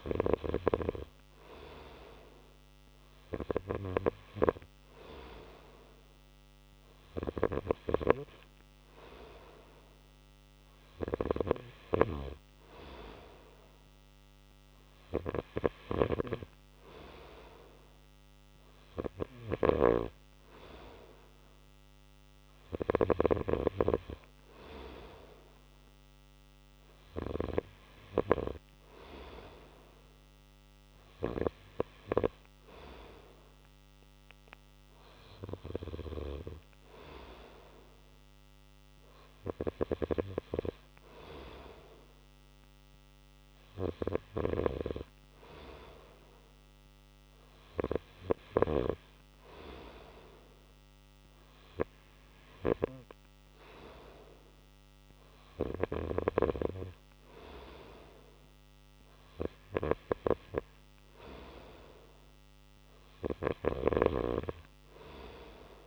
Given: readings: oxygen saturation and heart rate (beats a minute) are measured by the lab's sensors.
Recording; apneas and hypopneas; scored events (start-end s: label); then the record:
breathing in sleep by a microphone on the trachea; none
none scored
From the record:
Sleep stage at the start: N2 (light sleep); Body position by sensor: on the right side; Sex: male